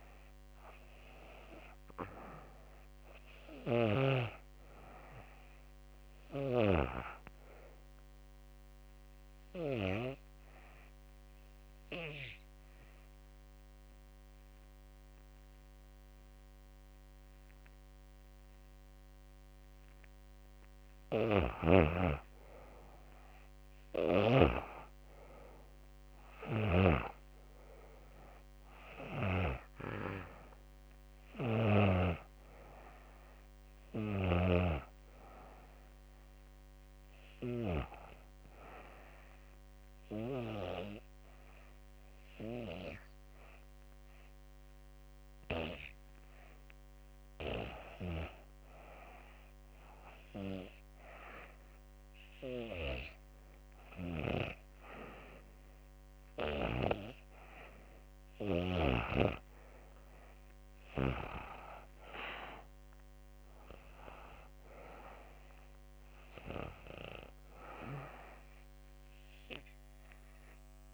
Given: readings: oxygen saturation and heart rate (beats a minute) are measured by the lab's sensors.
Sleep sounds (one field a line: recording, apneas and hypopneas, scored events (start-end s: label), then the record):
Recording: breathing in sleep by a microphone on the trachea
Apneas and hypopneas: 2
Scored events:
0.00-1.00 s: arousal
7.50-18.50 s: obstructive apnea (oxygen 96% before, 86% lowest, heart rate 82 before, 77 extreme, up 4 after)
22.00-39.00 s: oxygen desaturation (device-marked, oxygen 93% before, 86% lowest, heart rate 81 before, 77 extreme)
23.50-27.00 s: arousal
40.00-54.50 s: hypopnea (oxygen 94% before, 89% lowest, heart rate 83 before, 77 extreme, up 5 after)
55.00-70.94 s: oxygen desaturation (device-marked, oxygen 95% before, 90% lowest, heart rate 81 before, 77 extreme)
58.00-61.50 s: arousal
From the record:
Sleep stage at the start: REM sleep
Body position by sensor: on the back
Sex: female